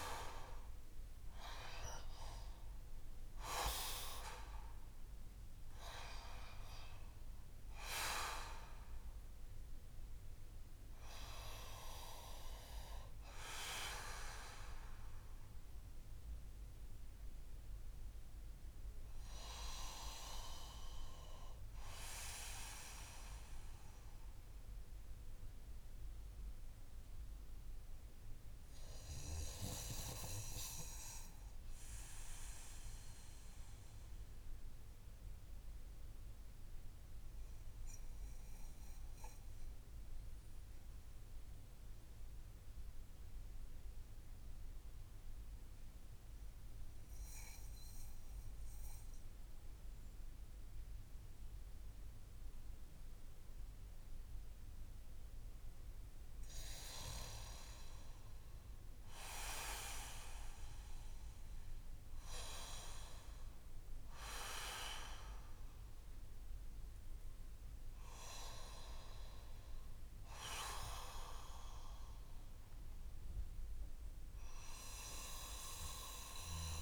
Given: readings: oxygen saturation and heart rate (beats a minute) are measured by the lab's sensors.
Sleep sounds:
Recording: breathing in sleep by a room microphone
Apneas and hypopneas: 1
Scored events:
0.00-2.50 s: arousal
0.00-26.50 s: oxygen desaturation (device-marked, oxygen 77% lowest)
30.50-56.50 s: obstructive apnea (oxygen 99% before, 95% lowest)
58.50-62.50 s: arousal
From the record:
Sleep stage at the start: N2 (light sleep)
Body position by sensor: on the back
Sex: male

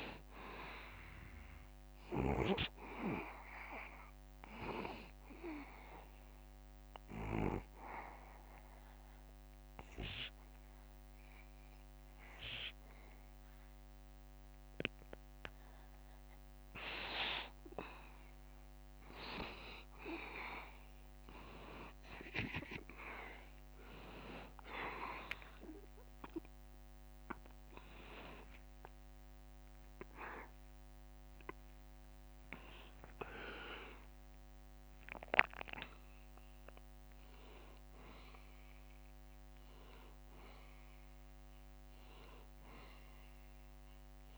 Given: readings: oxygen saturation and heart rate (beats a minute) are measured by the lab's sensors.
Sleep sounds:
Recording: breathing in sleep by a microphone on the trachea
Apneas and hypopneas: 1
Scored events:
0.00-15.00 s: oxygen desaturation (device-marked, oxygen 91% lowest, heart rate 72 extreme)
7.00-17.50 s: obstructive apnea (oxygen 95% before, 91% lowest, heart rate 74 before, 72 extreme, up 1 after)
26.00-41.00 s: oxygen desaturation (device-marked, oxygen 95% before, 91% lowest, heart rate 73 before, 72 extreme)
26.50-30.50 s: arousal
From the record:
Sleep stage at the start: N2 (light sleep)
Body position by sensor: on the back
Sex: male

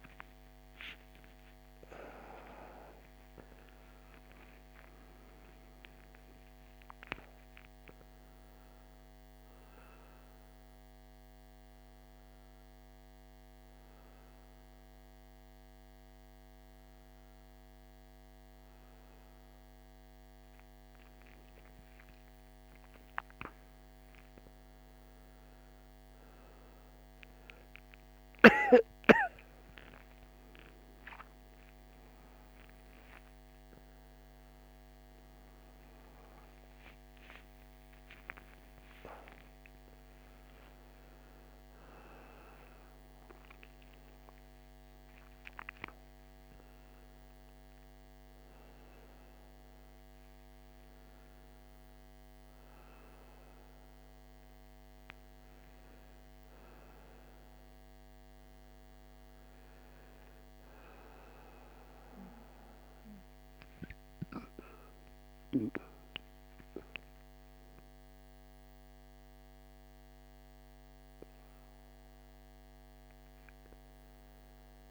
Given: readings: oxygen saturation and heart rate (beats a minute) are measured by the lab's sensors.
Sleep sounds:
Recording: a person awake in a sleep study, by a microphone on the trachea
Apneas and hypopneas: none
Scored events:
52.00-74.91 s: new sleep stage, N1 (lightest sleep)
From the record:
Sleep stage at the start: awake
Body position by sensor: on the right side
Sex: male

